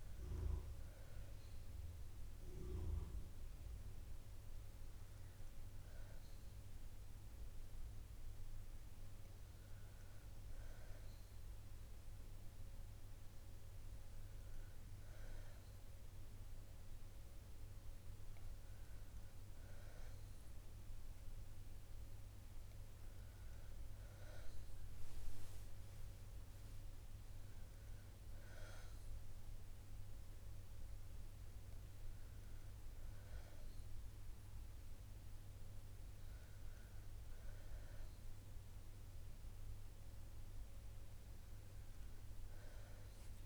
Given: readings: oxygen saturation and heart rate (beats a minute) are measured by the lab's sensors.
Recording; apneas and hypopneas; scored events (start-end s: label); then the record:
breathing in sleep, hard to hear, by a room microphone; none
none scored
From the record:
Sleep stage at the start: N1 (lightest sleep); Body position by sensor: on the back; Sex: female